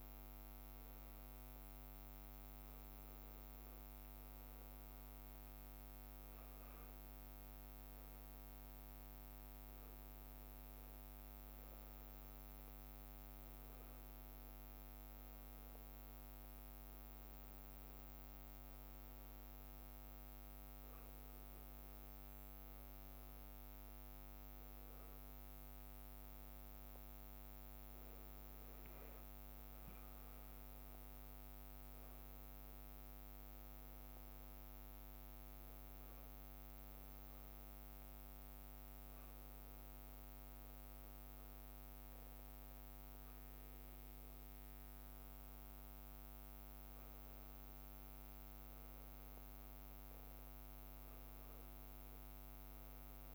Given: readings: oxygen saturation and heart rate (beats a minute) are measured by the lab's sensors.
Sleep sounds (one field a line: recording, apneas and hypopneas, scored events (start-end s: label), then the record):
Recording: a person awake in a sleep study, hard to hear, by a microphone on the trachea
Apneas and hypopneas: none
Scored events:
0.00-9.50 s: bradycardia (device-marked, heart rate 58 extreme)
11.50-28.50 s: bradycardia (device-marked, heart rate 60 before, 59 extreme)
33.50-53.35 s: bradycardia (device-marked, heart rate 60 before, 58 extreme)
From the record:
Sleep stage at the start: awake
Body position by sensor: on the back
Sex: male